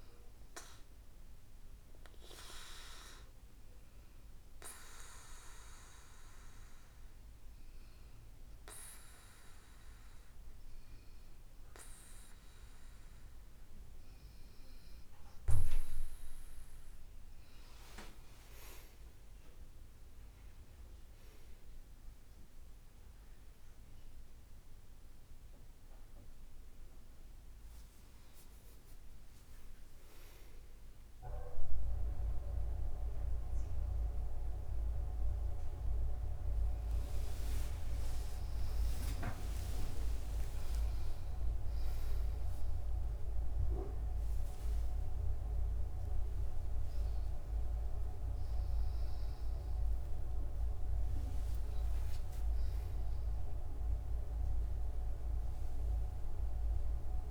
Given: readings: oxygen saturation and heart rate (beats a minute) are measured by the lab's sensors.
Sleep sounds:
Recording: a person awake in a sleep study, by a room microphone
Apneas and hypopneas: 1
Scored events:
2.50-16.00 s: hypopnea (oxygen 96% before, 95% lowest, heart rate 73 before, 65 extreme, up 12 after)
27.00-57.31 s: new sleep stage, awake
From the record:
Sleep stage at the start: N2 (light sleep)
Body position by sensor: on the back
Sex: female

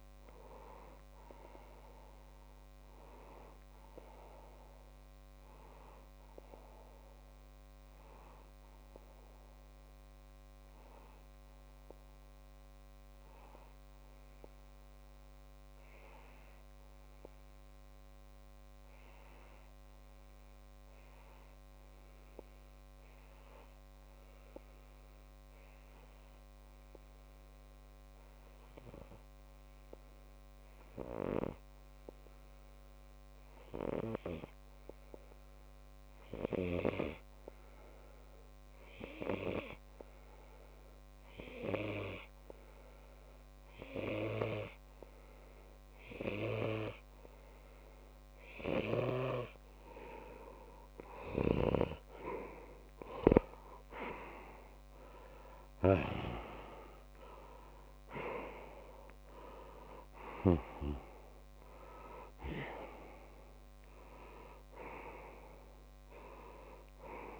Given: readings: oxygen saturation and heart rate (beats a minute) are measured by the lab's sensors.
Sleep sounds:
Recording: breathing in sleep by a microphone on the trachea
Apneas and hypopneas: 1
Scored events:
0.00-2.50 s: oxygen desaturation (device-marked, oxygen 92% lowest)
5.00-51.50 s: obstructive apnea (oxygen 97% before, 92% lowest)
33.50-63.50 s: oxygen desaturation (device-marked, oxygen 99% before, 92% lowest)
54.00-58.00 s: arousal
From the record:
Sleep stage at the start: N2 (light sleep)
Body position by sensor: on the left side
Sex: male

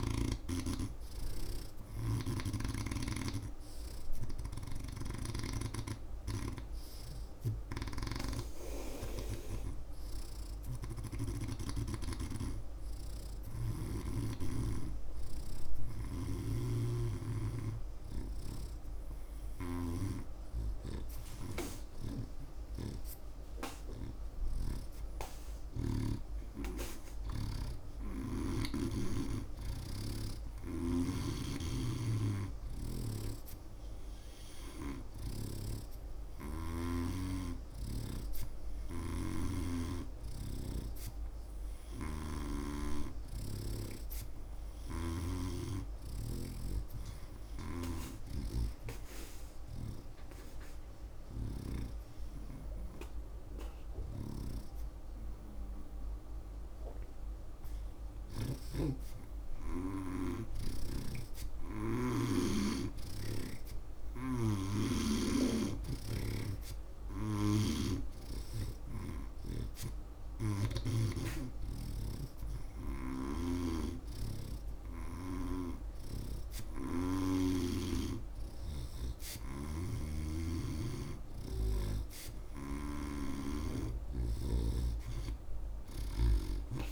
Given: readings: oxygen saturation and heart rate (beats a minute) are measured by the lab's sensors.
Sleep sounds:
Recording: breathing in sleep by a room microphone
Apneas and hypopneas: none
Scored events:
0.00-2.50 s: snoring (device-marked)
0.00-6.00 s: oxygen desaturation (device-marked, oxygen 86% lowest)
4.50-14.00 s: snoring (device-marked)
16.00-20.00 s: snoring (device-marked)
22.00-26.50 s: arousal
30.50-42.50 s: snoring (device-marked)
44.50-52.00 s: snoring (device-marked)
54.00-58.50 s: snoring (device-marked)
65.50-69.00 s: snoring (device-marked)
71.00-83.00 s: oxygen desaturation (device-marked, oxygen 90% before, 86% lowest)
73.50-86.92 s: snoring (device-marked)
From the record:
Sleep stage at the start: N2 (light sleep)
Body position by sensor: on the right side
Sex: male

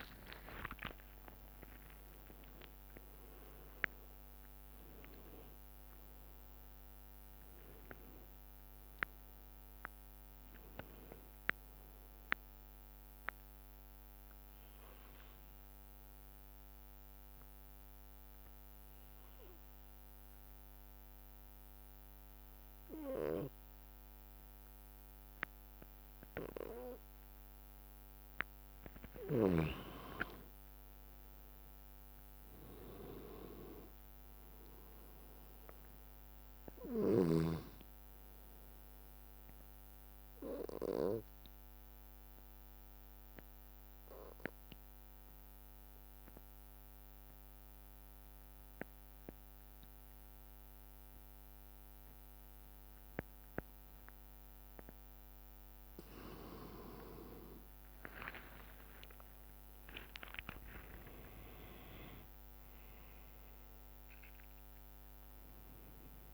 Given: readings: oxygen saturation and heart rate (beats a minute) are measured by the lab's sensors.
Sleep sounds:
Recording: breathing in sleep by a microphone on the trachea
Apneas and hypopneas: 2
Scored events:
0.00-1.50 s: long interval between heartbeats (device-marked, heart rate 103 extreme)
0.00-4.00 s: arousal
0.00-5.00 s: tachycardia (device-marked, heart rate 158 extreme)
0.00-11.00 s: oxygen desaturation (device-marked, oxygen 89% lowest, heart rate 58 extreme)
0.00-13.00 s: drop in pulse transit time (device-marked, heart rate 67 before, 75 extreme)
2.00-4.00 s: long interval between heartbeats (device-marked, heart rate 74 before, 142 extreme)
4.00-6.00 s: long interval between heartbeats (device-marked, heart rate 81 before, 130 extreme)
14.00-29.50 s: obstructive apnea (oxygen 98% before, 87% lowest, heart rate 99 before, 58 extreme, up 7 after)
15.00-21.00 s: bradycardia (device-marked, heart rate 70 before, 58 extreme)
31.50-36.50 s: arousal
32.00-48.00 s: oxygen desaturation (device-marked, oxygen 98% before, 89% lowest, heart rate 62 before, 61 extreme)
41.00-55.50 s: obstructive apnea (oxygen 99% before, 87% lowest, heart rate 62 before, 57 extreme, up 10 after)
57.00-66.34 s: drop in pulse transit time (device-marked, heart rate 63 before, 64 extreme)
58.00-63.50 s: arousal
58.00-66.34 s: oxygen desaturation (device-marked, oxygen 97% before, 87% lowest, heart rate 63 before, 57 extreme)
From the record:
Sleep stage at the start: N2 (light sleep)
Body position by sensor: on the back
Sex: male

